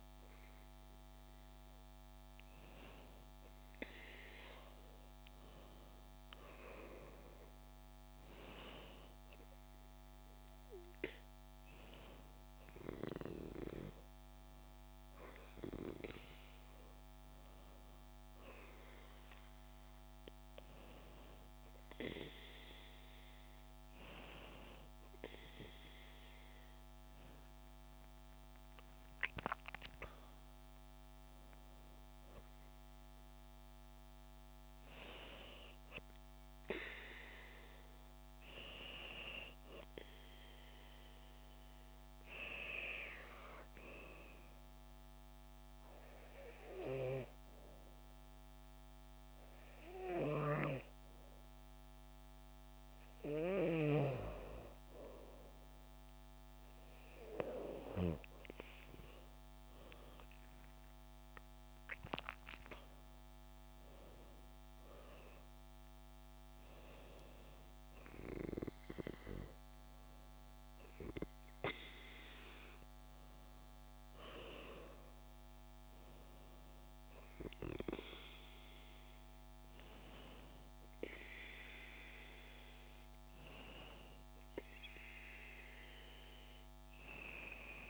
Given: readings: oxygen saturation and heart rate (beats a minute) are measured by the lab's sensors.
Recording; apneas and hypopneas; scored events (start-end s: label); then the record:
breathing in sleep by a microphone on the trachea; 1
27.50-31.00 s: arousal
44.00-54.00 s: hypopnea (oxygen 95% before, 92% lowest, heart rate 72 before, 68 extreme, up 5 after)
58.50-62.50 s: arousal
From the record:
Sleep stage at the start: N2 (light sleep); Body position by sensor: on the back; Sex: female